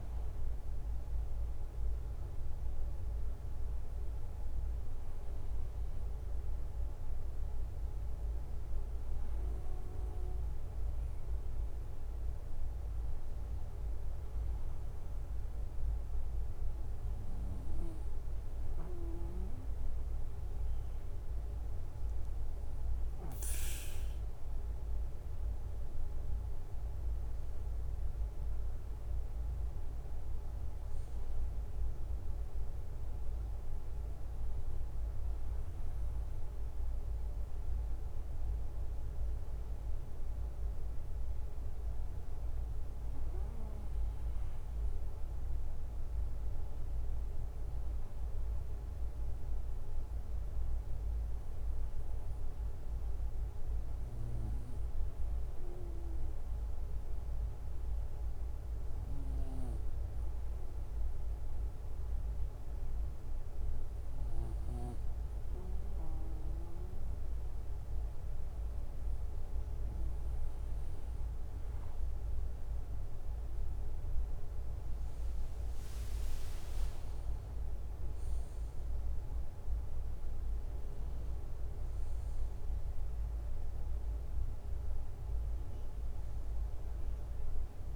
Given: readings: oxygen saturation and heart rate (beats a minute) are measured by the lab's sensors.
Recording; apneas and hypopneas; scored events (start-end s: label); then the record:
breathing in sleep, hard to hear, by a room microphone; 2
15.50-26.50 s: hypopnea (oxygen 95% before, 90% lowest, heart rate 68 before, 67 extreme, up 4 after)
29.50-33.50 s: arousal
54.50-70.50 s: obstructive apnea (oxygen 94% before, 90% lowest, heart rate 69 before, 66 extreme, up 8 after)
75.50-86.50 s: oxygen desaturation (device-marked, oxygen 94% before, 90% lowest, heart rate 68 before, 64 extreme)
76.50-87.96 s: drop in pulse transit time (device-marked, heart rate 68 before, 69 extreme)
84.00-87.96 s: arousal
From the record:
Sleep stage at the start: N2 (light sleep); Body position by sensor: on the right side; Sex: male